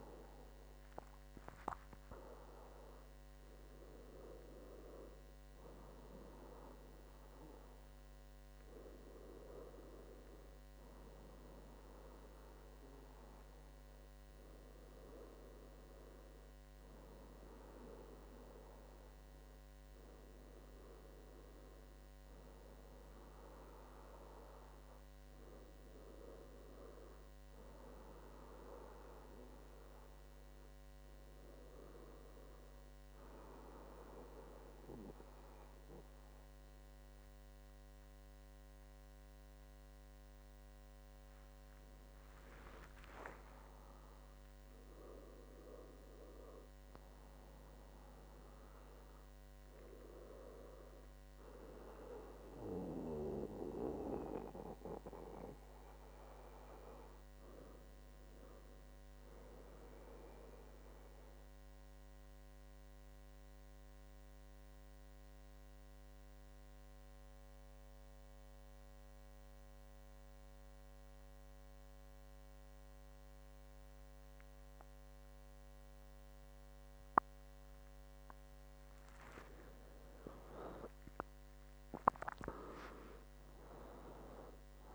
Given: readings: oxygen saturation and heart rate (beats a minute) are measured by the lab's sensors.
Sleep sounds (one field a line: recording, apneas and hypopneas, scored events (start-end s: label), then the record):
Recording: breathing in sleep by a microphone on the trachea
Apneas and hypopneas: 2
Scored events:
0.00-4.50 s: oxygen desaturation (device-marked, oxygen 89% lowest, heart rate 73 extreme)
0.50-60.50 s: new sleep stage, N1 (lightest sleep)
33.50-43.50 s: central apnea (oxygen 98% before, 89% lowest, heart rate 76 before, 73 extreme, up 5 after)
45.00-49.00 s: arousal
60.50-84.95 s: new sleep stage, N2 (light sleep)
61.00-80.00 s: obstructive apnea (oxygen 97% before, 89% lowest, heart rate 77 before, 73 extreme, up 12 after)
76.00-78.00 s: long interval between heartbeats (device-marked, heart rate 74 before, 77 extreme)
79.50-84.95 s: oxygen desaturation (device-marked, oxygen 96% before, 89% lowest, heart rate 75 before, 71 extreme)
81.50-84.00 s: arousal
From the record:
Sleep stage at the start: N2 (light sleep)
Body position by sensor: on the back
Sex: male